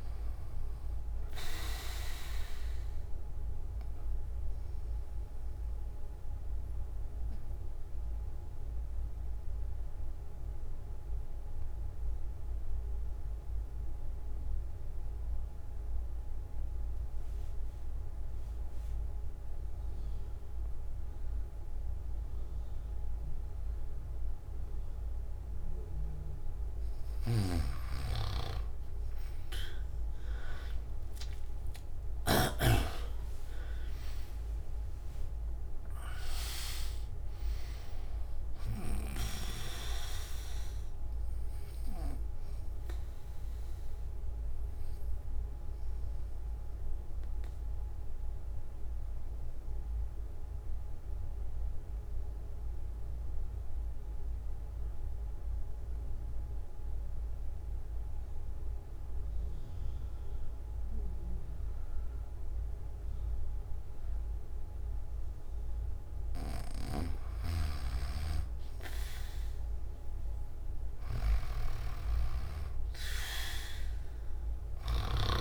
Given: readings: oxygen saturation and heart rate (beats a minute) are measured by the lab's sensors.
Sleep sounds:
breathing in sleep by a room microphone; 2
0.00-19.50 s: oxygen desaturation (device-marked, oxygen 94% lowest)
5.00-27.00 s: obstructive apnea (oxygen 99% before, 94% lowest)
27.00-32.50 s: snoring (device-marked)
34.50-61.50 s: oxygen desaturation (device-marked, oxygen 99% before, 94% lowest)
42.00-66.50 s: obstructive apnea (oxygen 100% before, 94% lowest)
66.50-75.00 s: snoring (device-marked)
73.50-75.41 s: oxygen desaturation (device-marked, oxygen 100% before, 94% lowest)
From the record:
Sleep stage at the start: N1 (lightest sleep); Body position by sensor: on the back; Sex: male

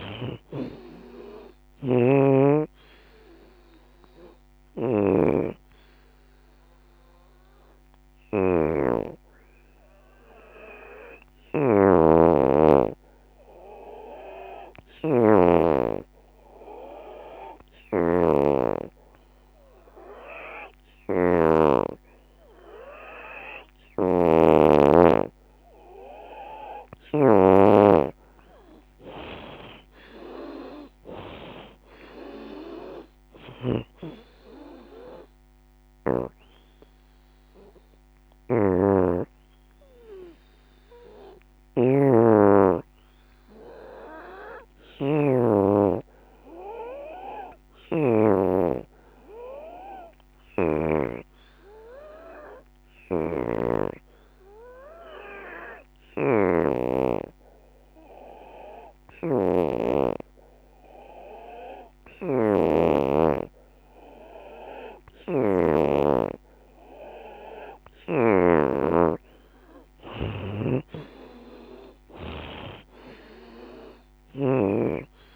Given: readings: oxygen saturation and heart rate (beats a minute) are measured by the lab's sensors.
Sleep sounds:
breathing in sleep by a microphone on the trachea; 2
0.00-1.00 s: arousal
0.00-7.50 s: drop in pulse transit time (device-marked, heart rate 77 extreme)
0.00-8.50 s: oxygen desaturation (device-marked, oxygen 84% lowest, heart rate 67 extreme)
7.50-26.50 s: obstructive apnea (oxygen 92% before, 83% lowest, heart rate 81 before, 68 extreme, up 24 after)
18.50-48.50 s: oxygen desaturation (device-marked, oxygen 92% before, 83% lowest, heart rate 80 before, 65 extreme)
27.50-38.50 s: drop in pulse transit time (device-marked, heart rate 75 before, 68 extreme)
28.00-33.00 s: arousal
47.50-67.50 s: obstructive apnea (oxygen 92% before, 84% lowest, heart rate 79 before, 65 extreme, up 27 after)
67.50-75.35 s: oxygen desaturation (device-marked, oxygen 89% before, 84% lowest, heart rate 76 before, 68 extreme)
68.50-75.35 s: drop in pulse transit time (device-marked, heart rate 76 before, 84 extreme)
69.50-74.00 s: arousal
From the record:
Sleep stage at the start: N2 (light sleep); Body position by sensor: on the back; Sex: female

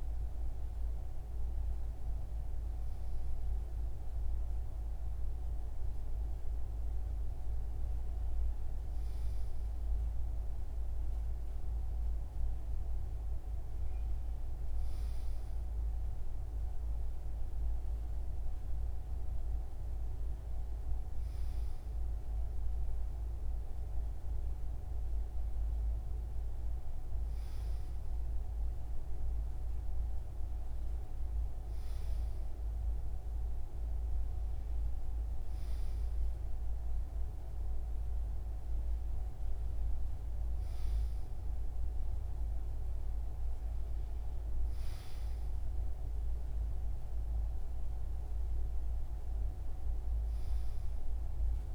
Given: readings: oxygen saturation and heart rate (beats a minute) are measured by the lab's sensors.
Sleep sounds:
breathing in sleep, hard to hear, by a room microphone; none
none scored
From the record:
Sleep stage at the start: N2 (light sleep); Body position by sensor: on the right side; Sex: male

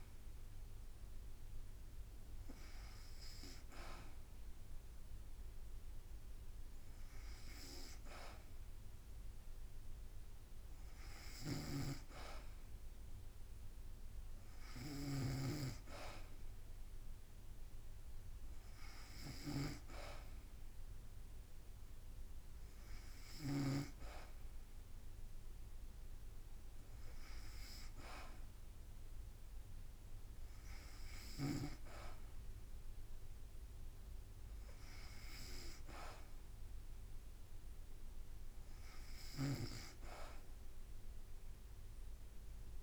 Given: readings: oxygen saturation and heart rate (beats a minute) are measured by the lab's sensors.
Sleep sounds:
breathing in sleep by a room microphone; none
11.00-23.50 s: snoring (device-marked)
From the record:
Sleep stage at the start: N2 (light sleep); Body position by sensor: on the back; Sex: female

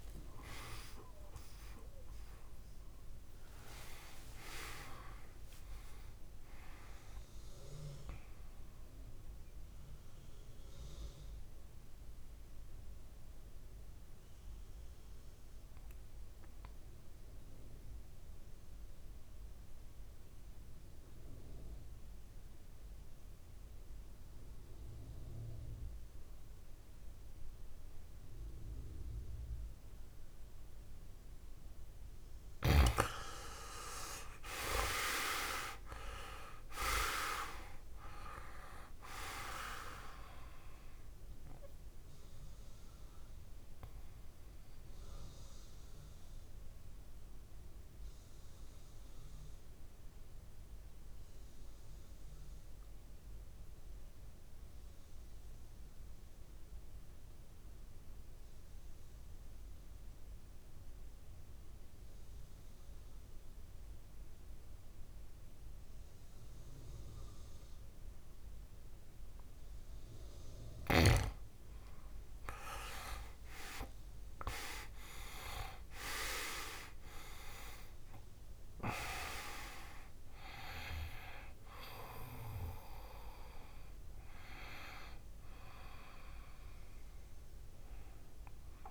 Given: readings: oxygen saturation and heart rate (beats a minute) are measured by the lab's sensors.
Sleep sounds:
breathing in sleep by a room microphone; 2
0.00-3.50 s: oxygen desaturation (device-marked, oxygen 90% lowest, heart rate 52 extreme)
0.00-6.50 s: arousal
9.50-32.00 s: mixed apnea (oxygen 99% before, 90% lowest, heart rate 66 before, 52 extreme, up 12 after)
30.50-62.50 s: oxygen desaturation (device-marked, oxygen 99% before, 90% lowest, heart rate 58 before, 54 extreme)
33.50-37.50 s: arousal
41.50-71.50 s: mixed apnea (oxygen 99% before, 90% lowest, heart rate 63 before, 54 extreme, up 16 after)
73.00-77.50 s: arousal
75.50-88.91 s: oxygen desaturation (device-marked, oxygen 100% before, 90% lowest, heart rate 61 before, 61 extreme)
From the record:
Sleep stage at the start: N2 (light sleep); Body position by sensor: on the back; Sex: male

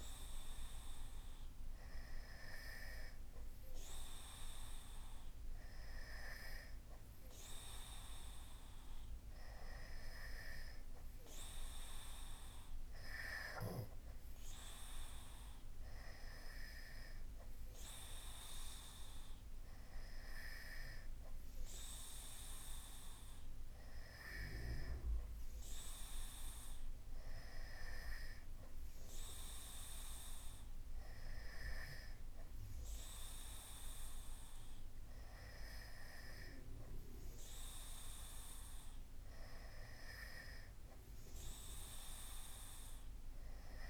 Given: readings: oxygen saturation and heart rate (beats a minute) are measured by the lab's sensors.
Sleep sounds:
breathing in sleep by a room microphone; none
none scored
From the record:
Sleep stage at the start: N2 (light sleep); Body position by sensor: on the back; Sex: male

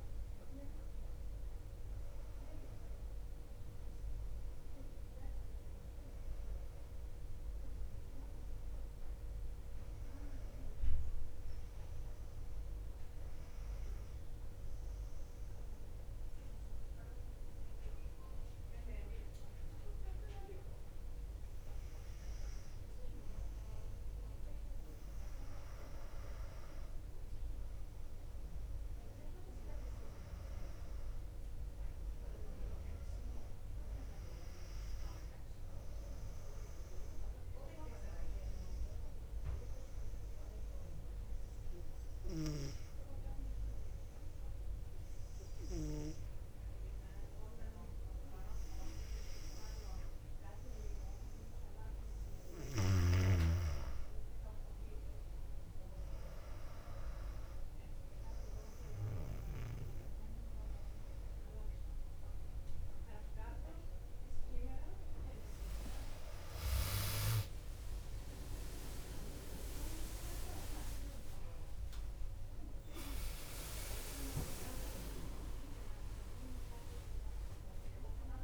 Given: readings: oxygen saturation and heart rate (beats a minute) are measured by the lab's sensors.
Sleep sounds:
breathing in sleep by a room microphone; 2
0.00-8.00 s: oxygen desaturation (device-marked, oxygen 96% lowest, heart rate 57 extreme)
15.00-26.00 s: mixed apnea (oxygen 99% before, 96% lowest, heart rate 59 before, 57 extreme, up 4 after)
28.50-32.50 s: arousal
31.00-46.00 s: oxygen desaturation (device-marked, oxygen 99% before, 96% lowest, heart rate 59 before, 57 extreme)
40.00-50.00 s: obstructive apnea (oxygen 99% before, 96% lowest, heart rate 59 before, 57 extreme, up 2 after)
69.00-78.44 s: drop in pulse transit time (device-marked, heart rate 60 before, 64 extreme)
70.00-78.44 s: new sleep stage, awake
From the record:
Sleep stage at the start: N1 (lightest sleep); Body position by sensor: on the back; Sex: female

